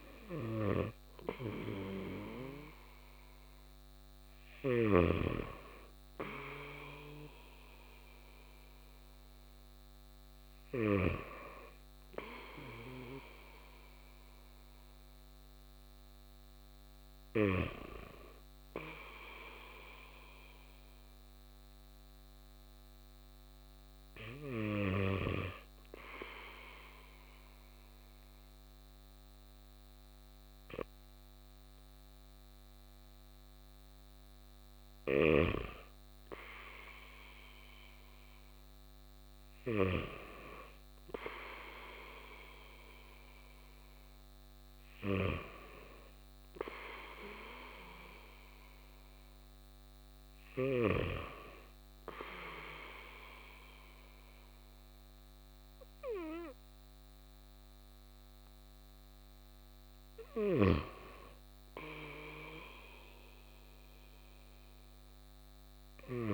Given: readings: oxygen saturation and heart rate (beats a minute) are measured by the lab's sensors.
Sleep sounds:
breathing in sleep by a microphone on the trachea; none
0.00-1.50 s: arousal
From the record:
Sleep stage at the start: N2 (light sleep); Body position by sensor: on the back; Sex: male

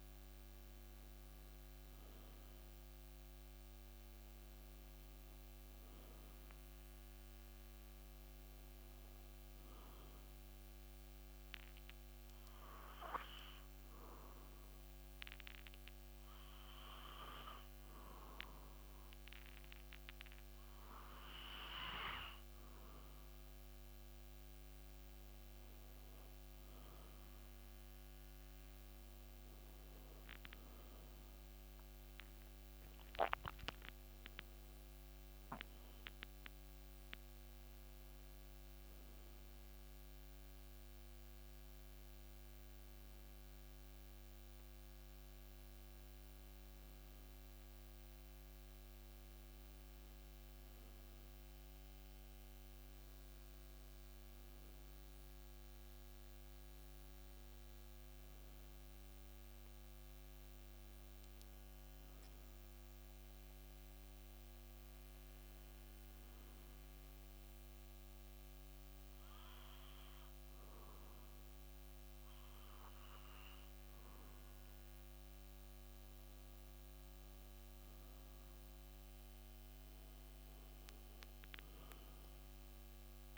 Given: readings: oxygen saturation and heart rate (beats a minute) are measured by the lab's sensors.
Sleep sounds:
breathing in sleep by a microphone on the trachea; 1
9.00-83.38 s: new sleep stage, N2 (light sleep)
11.00-25.00 s: obstructive apnea (oxygen 97% before, 95% lowest)
28.50-34.50 s: arousal
From the record:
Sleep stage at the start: N1 (lightest sleep); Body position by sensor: on the back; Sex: male

